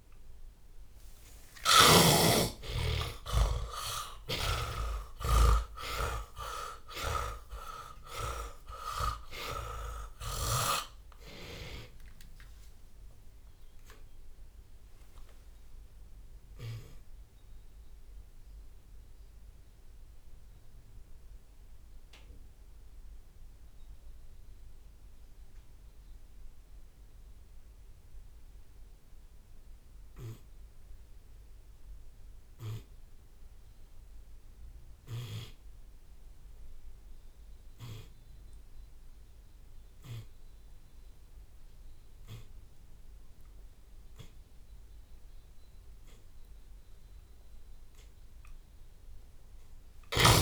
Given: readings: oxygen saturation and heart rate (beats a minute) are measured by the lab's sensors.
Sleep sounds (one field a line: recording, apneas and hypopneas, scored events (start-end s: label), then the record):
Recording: breathing in sleep by a room microphone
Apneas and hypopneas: 1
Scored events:
3.00-9.50 s: arousal
6.50-10.50 s: snoring (device-marked)
17.00-41.50 s: mixed apnea (oxygen 82% before, 80% lowest)
49.00-50.42 s: tachycardia (device-marked)
From the record:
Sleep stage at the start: N2 (light sleep)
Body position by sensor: on the back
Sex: male